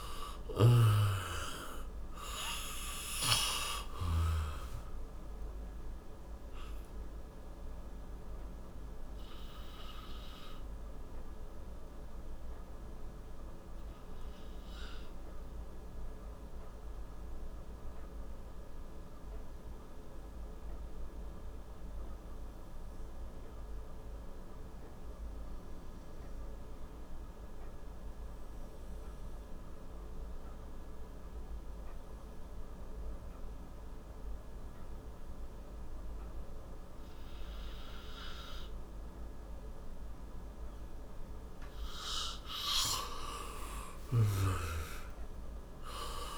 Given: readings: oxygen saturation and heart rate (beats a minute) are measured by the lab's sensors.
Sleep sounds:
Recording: breathing in sleep by a room microphone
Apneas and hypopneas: 1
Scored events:
3.50-27.50 s: oxygen desaturation (device-marked, oxygen 95% before, 87% lowest, heart rate 66 before, 57 extreme)
8.00-41.00 s: obstructive apnea (oxygen 98% before, 87% lowest, heart rate 68 before, 57 extreme, up 20 after)
43.00-46.38 s: arousal
From the record:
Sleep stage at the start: N2 (light sleep)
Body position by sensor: on the back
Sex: male

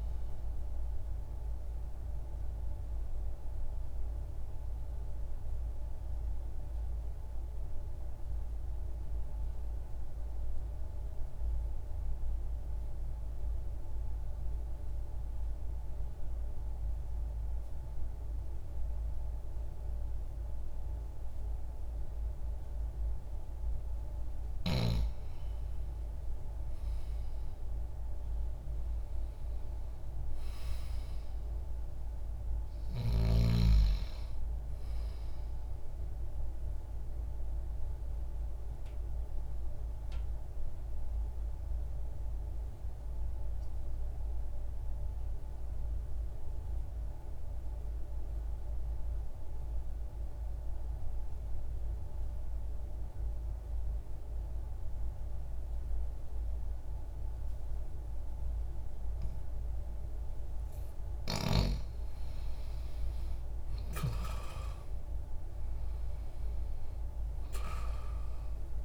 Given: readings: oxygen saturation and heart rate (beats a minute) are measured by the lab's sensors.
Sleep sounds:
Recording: breathing in sleep, hard to hear, by a room microphone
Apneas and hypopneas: 2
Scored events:
0.00-15.00 s: oxygen desaturation (device-marked, oxygen 89% lowest, heart rate 60 extreme)
1.50-24.50 s: mixed apnea (oxygen 96% before, 86% lowest, heart rate 68 before, 60 extreme, up 0 after)
26.00-29.50 s: arousal
28.00-56.00 s: oxygen desaturation (device-marked, oxygen 97% before, 86% lowest, heart rate 60 before, 60 extreme)
37.00-61.50 s: mixed apnea (oxygen 97% before, 86% lowest, heart rate 60 before, 60 extreme, up 0 after)
62.00-68.85 s: oxygen desaturation (device-marked, oxygen 96% before, 86% lowest, heart rate 60 before, 60 extreme)
63.50-68.00 s: arousal
From the record:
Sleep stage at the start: N2 (light sleep)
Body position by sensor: on the left side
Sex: male

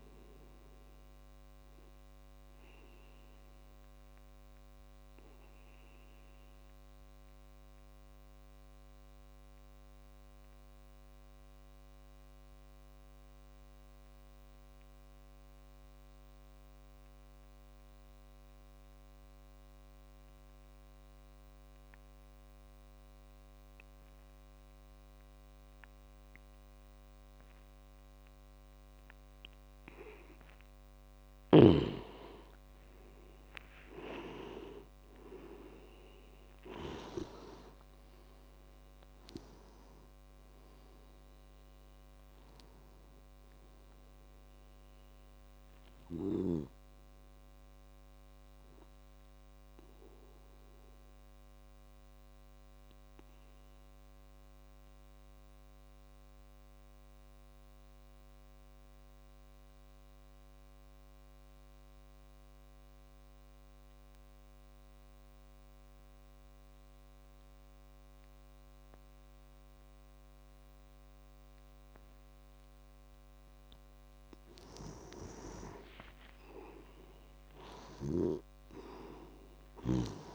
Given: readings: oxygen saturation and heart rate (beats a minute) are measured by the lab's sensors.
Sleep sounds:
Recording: breathing in sleep by a microphone on the trachea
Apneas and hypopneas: 2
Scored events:
0.00-13.00 s: oxygen desaturation (device-marked, oxygen 88% lowest)
3.00-29.50 s: obstructive apnea (oxygen 97% before, 88% lowest)
28.00-60.00 s: oxygen desaturation (device-marked, oxygen 98% before, 90% lowest)
33.00-37.50 s: arousal
50.50-72.50 s: obstructive apnea (oxygen 98% before, 90% lowest)
73.00-80.35 s: oxygen desaturation (device-marked, oxygen 98% before, 90% lowest)
75.00-79.50 s: arousal
From the record:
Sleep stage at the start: N2 (light sleep)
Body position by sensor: on the back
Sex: male

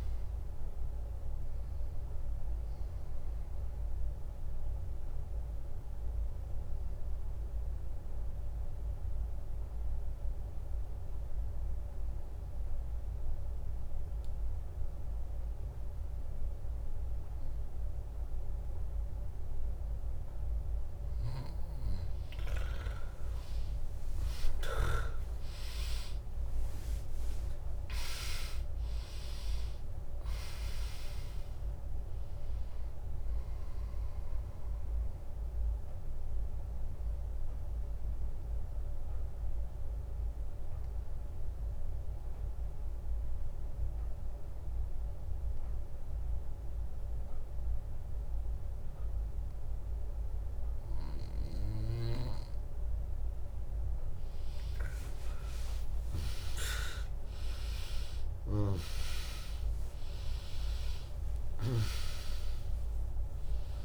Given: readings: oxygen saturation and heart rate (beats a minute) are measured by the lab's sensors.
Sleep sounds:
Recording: breathing in sleep by a room microphone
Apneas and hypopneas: 2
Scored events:
0.00-12.50 s: drop in pulse transit time (device-marked, heart rate 63 extreme)
0.00-14.50 s: oxygen desaturation (device-marked, oxygen 96% lowest, heart rate 64 extreme)
3.50-20.00 s: obstructive apnea (oxygen 100% before, 95% lowest, heart rate 65 before, 60 extreme, up 5 after)
23.00-28.00 s: arousal
24.50-26.50 s: long interval between heartbeats (device-marked, heart rate 75 before, 68 extreme)
25.50-48.50 s: oxygen desaturation (device-marked, oxygen 100% before, 95% lowest, heart rate 75 before, 60 extreme)
26.50-37.50 s: drop in pulse transit time (device-marked, heart rate 74 before, 71 extreme)
34.50-51.50 s: obstructive apnea (oxygen 100% before, 95% lowest, heart rate 74 before, 60 extreme, up 5 after)
55.50-60.50 s: arousal
57.50-63.85 s: drop in pulse transit time (device-marked, heart rate 66 before, 61 extreme)
From the record:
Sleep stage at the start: N2 (light sleep)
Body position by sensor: on the back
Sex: female

